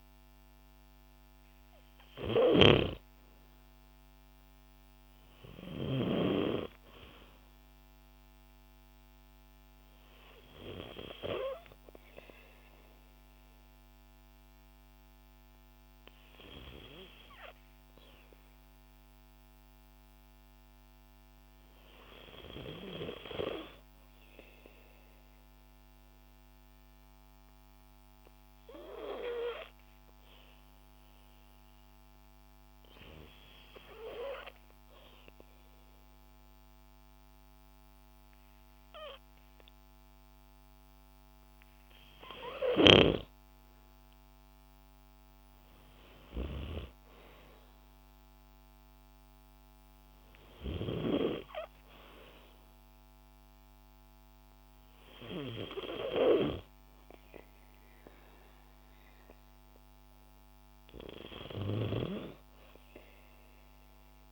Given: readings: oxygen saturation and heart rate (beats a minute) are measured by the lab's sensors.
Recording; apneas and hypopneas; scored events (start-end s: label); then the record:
breathing in sleep by a microphone on the trachea; 1
0.00-2.00 s: arousal
0.00-2.50 s: snoring (device-marked)
0.00-24.00 s: oxygen desaturation (device-marked, oxygen 89% lowest, heart rate 56 extreme)
23.50-40.00 s: hypopnea (oxygen 95% before, 91% lowest, heart rate 59 before, 57 extreme, up 5 after)
42.50-45.50 s: arousal
43.00-64.31 s: oxygen desaturation (device-marked, oxygen 95% before, 91% lowest, heart rate 58 before, 56 extreme)
From the record:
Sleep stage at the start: N2 (light sleep); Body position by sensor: on the back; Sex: female